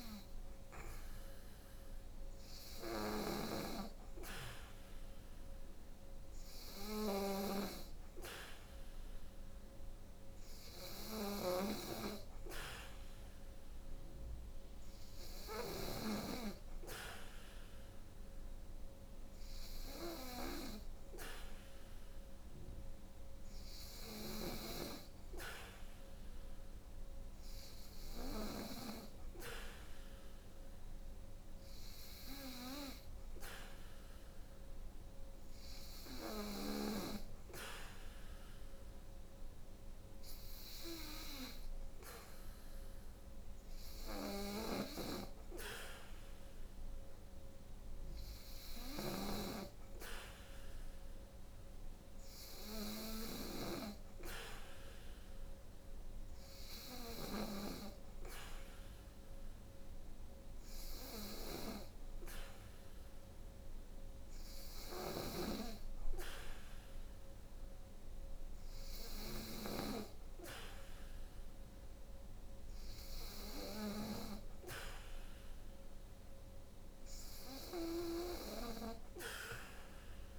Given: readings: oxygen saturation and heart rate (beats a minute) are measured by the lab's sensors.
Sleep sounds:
breathing in sleep by a room microphone; none
2.00-15.50 s: snoring (device-marked)
48.00-53.00 s: snoring (device-marked)
64.00-69.00 s: snoring (device-marked)
From the record:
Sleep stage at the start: N3 (deep sleep); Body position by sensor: on the back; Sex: female

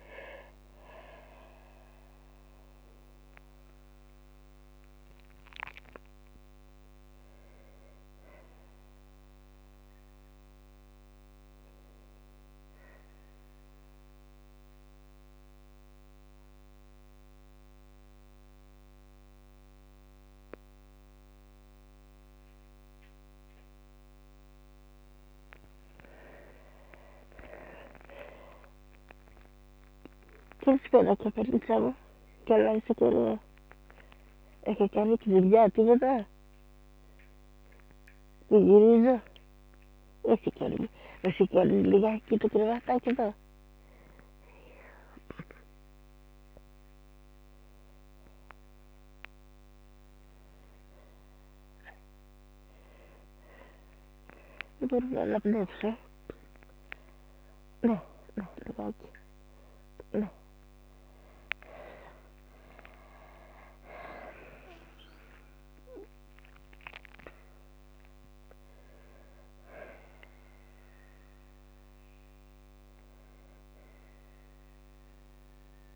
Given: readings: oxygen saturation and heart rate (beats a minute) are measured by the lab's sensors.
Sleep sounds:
a person partly awake in a sleep study, by a microphone on the trachea; 1
0.00-3.50 s: arousal
3.50-15.50 s: oxygen desaturation (device-marked, oxygen 97% before, 92% lowest, heart rate 59 before, 52 extreme)
12.50-25.00 s: hypopnea (oxygen 97% before, 92% lowest, heart rate 59 before, 52 extreme, up 15 after)
27.00-29.00 s: long interval between heartbeats (device-marked, heart rate 56 before, 62 extreme)
35.50-65.50 s: new sleep stage, awake
55.00-57.00 s: long interval between heartbeats (device-marked, heart rate 59 before, 56 extreme)
62.00-64.00 s: long interval between heartbeats (device-marked, heart rate 56 before, 59 extreme)
65.50-75.96 s: new sleep stage, N1 (lightest sleep)
From the record:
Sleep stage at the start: N2 (light sleep); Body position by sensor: on the back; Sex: female

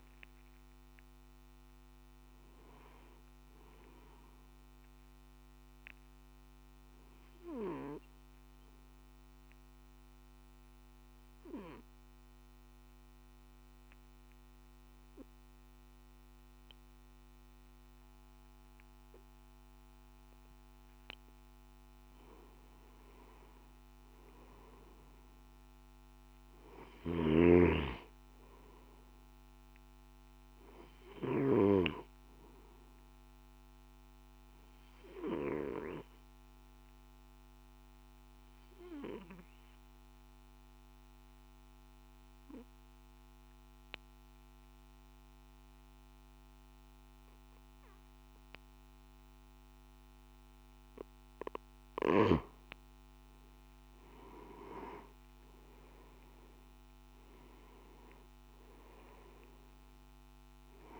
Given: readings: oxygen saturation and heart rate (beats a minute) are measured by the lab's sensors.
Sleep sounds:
breathing in sleep by a microphone on the trachea; 2
0.00-15.50 s: oxygen desaturation (device-marked, oxygen 90% lowest, heart rate 51 extreme)
5.50-21.00 s: obstructive apnea (oxygen 98% before, 90% lowest, heart rate 60 before, 51 extreme, up 3 after)
31.50-48.50 s: oxygen desaturation (device-marked, oxygen 98% before, 93% lowest, heart rate 53 before, 51 extreme)
34.50-50.50 s: obstructive apnea (oxygen 98% before, 91% lowest, heart rate 53 before, 51 extreme, up 8 after)
51.50-61.00 s: new sleep stage, N1 (lightest sleep)
From the record:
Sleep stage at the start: N3 (deep sleep); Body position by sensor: on the back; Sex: male

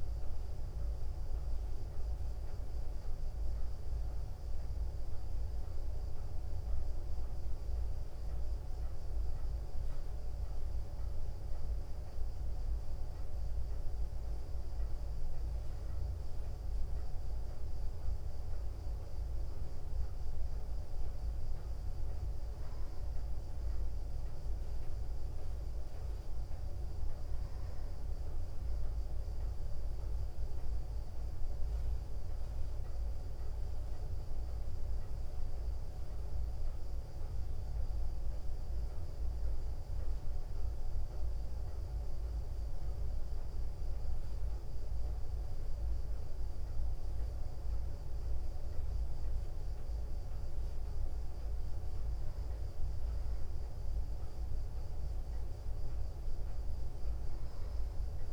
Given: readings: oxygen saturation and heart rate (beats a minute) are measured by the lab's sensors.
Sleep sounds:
breathing in sleep, hard to hear, by a room microphone; none
none scored
From the record:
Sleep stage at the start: N2 (light sleep); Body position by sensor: on the back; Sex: female

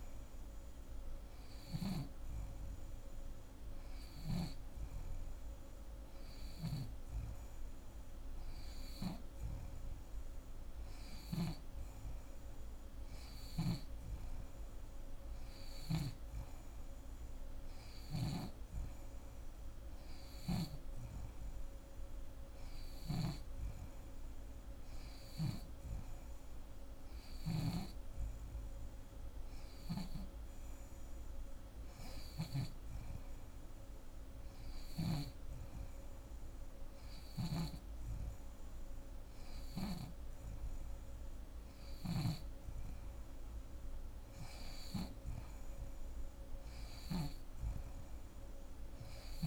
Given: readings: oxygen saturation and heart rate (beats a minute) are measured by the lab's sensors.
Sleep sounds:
breathing in sleep by a room microphone; none
0.00-1.50 s: snoring (device-marked)
6.00-11.00 s: snoring (device-marked)
13.00-32.00 s: snoring (device-marked)
41.50-49.47 s: snoring (device-marked)
From the record:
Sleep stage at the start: N2 (light sleep); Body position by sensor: on the back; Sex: female

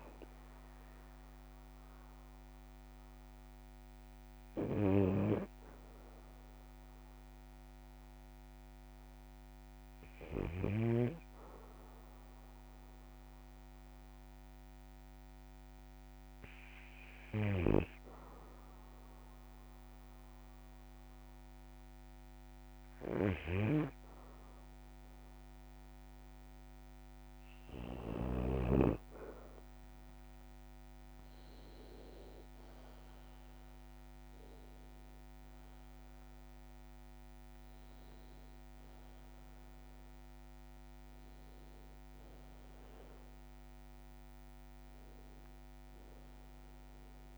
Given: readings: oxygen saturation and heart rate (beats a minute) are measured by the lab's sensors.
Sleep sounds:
breathing in sleep by a microphone on the trachea; 1
1.50-26.50 s: obstructive apnea (oxygen 97% before, 93% lowest, heart rate 61 before, 58 extreme, up 11 after)
29.50-33.50 s: arousal
From the record:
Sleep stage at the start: N2 (light sleep); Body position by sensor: on the back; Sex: male

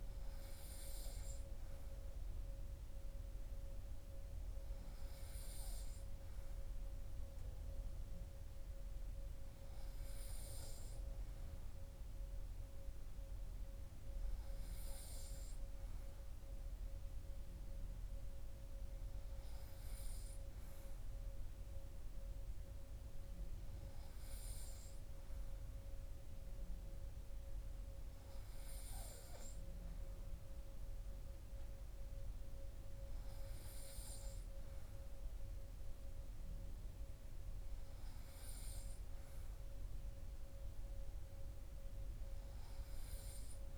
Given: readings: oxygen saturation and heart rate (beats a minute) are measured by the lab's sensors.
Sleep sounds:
breathing in sleep, hard to hear, by a room microphone; none
none scored
From the record:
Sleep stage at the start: N3 (deep sleep); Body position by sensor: on the right side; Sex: male

